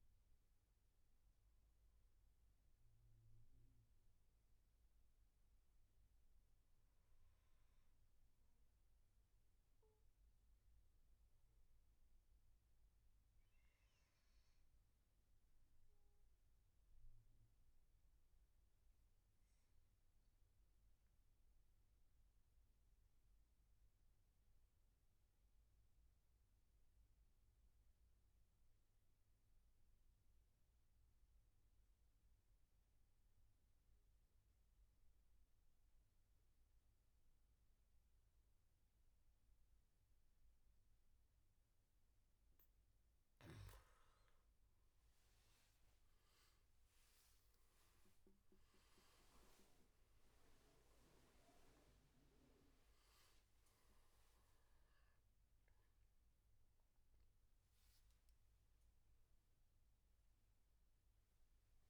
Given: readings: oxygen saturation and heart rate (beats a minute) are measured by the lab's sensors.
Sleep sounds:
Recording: breathing in sleep, hard to hear, by a room microphone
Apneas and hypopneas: 1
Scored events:
0.00-9.50 s: oxygen desaturation (device-marked, oxygen 90% lowest, heart rate 66 extreme)
8.50-41.00 s: obstructive apnea (oxygen 97% before, 90% lowest, heart rate 74 before, 69 extreme, up 14 after)
33.50-61.90 s: oxygen desaturation (device-marked, oxygen 98% before, 90% lowest, heart rate 73 before, 69 extreme)
45.00-49.00 s: arousal
From the record:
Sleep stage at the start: N2 (light sleep)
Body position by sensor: on the back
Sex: male

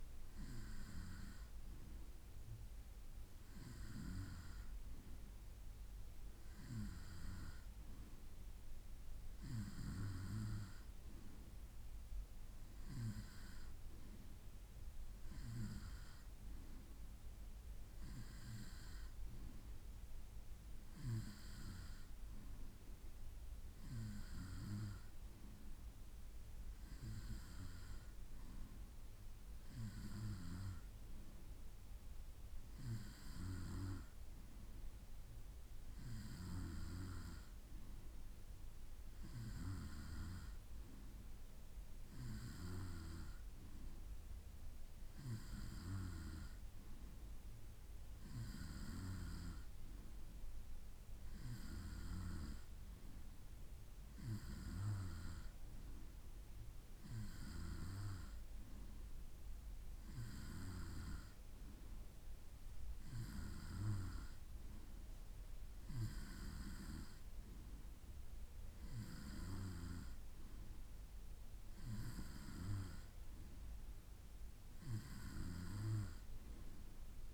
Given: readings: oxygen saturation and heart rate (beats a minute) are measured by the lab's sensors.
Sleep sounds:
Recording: breathing in sleep by a room microphone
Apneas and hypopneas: none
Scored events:
none scored
From the record:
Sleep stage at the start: N2 (light sleep)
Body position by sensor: on the right side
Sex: male

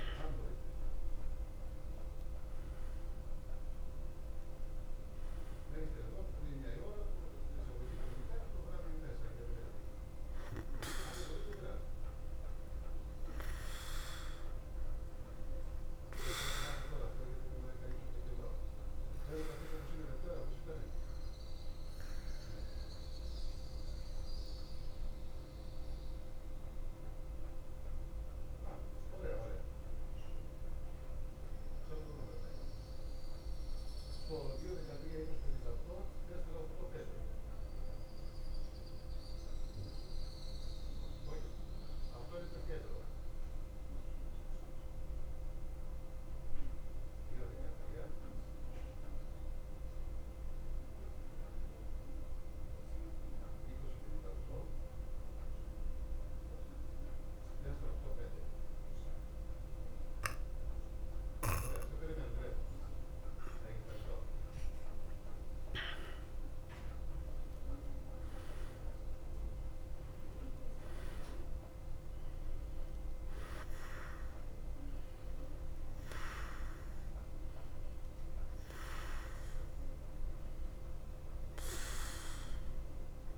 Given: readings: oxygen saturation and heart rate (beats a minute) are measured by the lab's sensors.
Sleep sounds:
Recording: breathing in sleep by a room microphone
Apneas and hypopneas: 1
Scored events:
10.00-44.00 s: oxygen desaturation (device-marked, oxygen 96% before, 89% lowest, heart rate 55 before, 52 extreme)
23.00-62.00 s: mixed apnea (oxygen 96% before, 88% lowest, heart rate 57 before, 52 extreme, up 2 after)
64.00-68.50 s: arousal
70.00-83.38 s: oxygen desaturation (device-marked, oxygen 96% before, 88% lowest, heart rate 54 before, 52 extreme)
From the record:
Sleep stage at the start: N2 (light sleep)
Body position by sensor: on the back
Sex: male

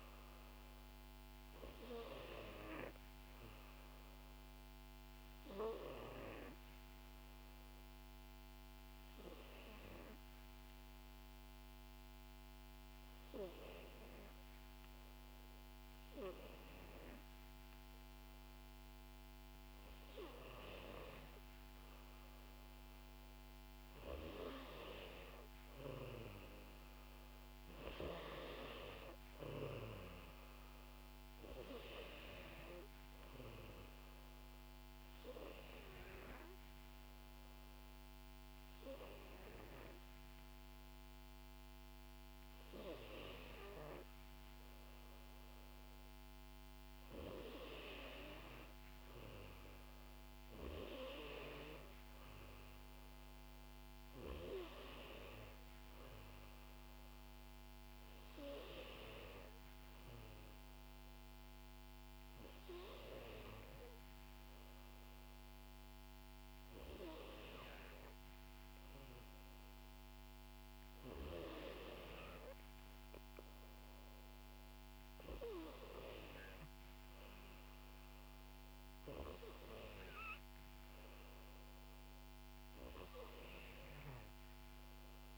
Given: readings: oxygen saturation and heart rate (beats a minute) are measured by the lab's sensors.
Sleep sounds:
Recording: breathing in sleep by a microphone on the trachea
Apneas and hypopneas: 2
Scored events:
5.50-20.50 s: obstructive apnea (oxygen 95% before, 92% lowest, heart rate 60 before, 59 extreme, up 0 after)
22.50-26.50 s: arousal
33.50-46.00 s: obstructive apnea (oxygen 95% before, 91% lowest, heart rate 61 before, 58 extreme, up 4 after)
50.50-55.00 s: arousal
From the record:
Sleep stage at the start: N2 (light sleep)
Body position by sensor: on the back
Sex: female

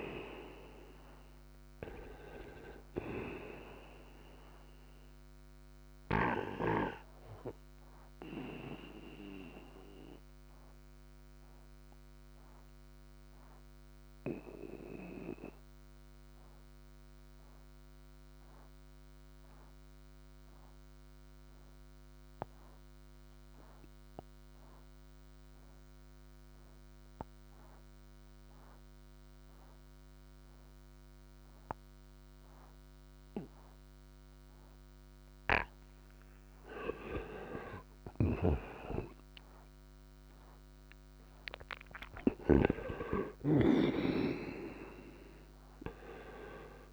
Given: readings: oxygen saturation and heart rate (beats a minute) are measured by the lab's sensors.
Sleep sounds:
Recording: breathing in sleep by a microphone on the trachea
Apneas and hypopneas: 1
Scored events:
0.00-23.50 s: oxygen desaturation (device-marked, oxygen 89% lowest, heart rate 58 extreme)
5.00-35.00 s: obstructive apnea (oxygen 97% before, 89% lowest, heart rate 69 before, 58 extreme, up 31 after)
33.50-46.93 s: oxygen desaturation (device-marked, oxygen 98% before, 89% lowest, heart rate 60 before, 58 extreme)
37.00-42.00 s: arousal
38.00-42.50 s: snoring (device-marked)
From the record:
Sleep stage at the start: N2 (light sleep)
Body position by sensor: on the right side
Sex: male

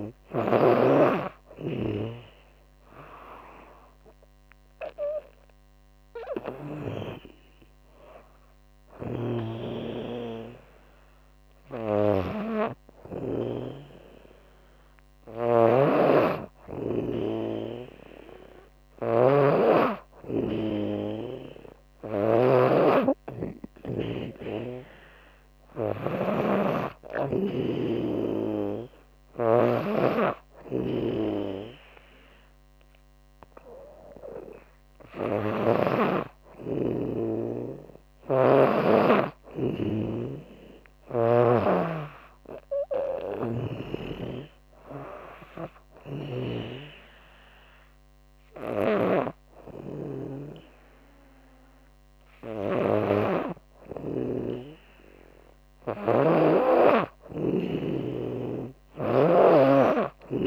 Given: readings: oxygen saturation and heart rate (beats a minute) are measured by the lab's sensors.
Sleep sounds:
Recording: breathing in sleep by a microphone on the trachea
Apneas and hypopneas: 2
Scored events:
0.00-1.00 s: arousal
5.50-15.50 s: hypopnea (oxygen 97% before, 96% lowest, heart rate 79 before, 73 extreme, up 4 after)
8.00-35.00 s: snoring (device-marked)
19.50-23.00 s: arousal
37.00-40.50 s: snoring (device-marked)
45.00-56.00 s: hypopnea (oxygen 98% before, 96% lowest, heart rate 77 before, 72 extreme, up 7 after)
47.50-55.50 s: snoring (device-marked)
58.00-60.46 s: arousal
From the record:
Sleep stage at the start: N2 (light sleep)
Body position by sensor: on the back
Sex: female

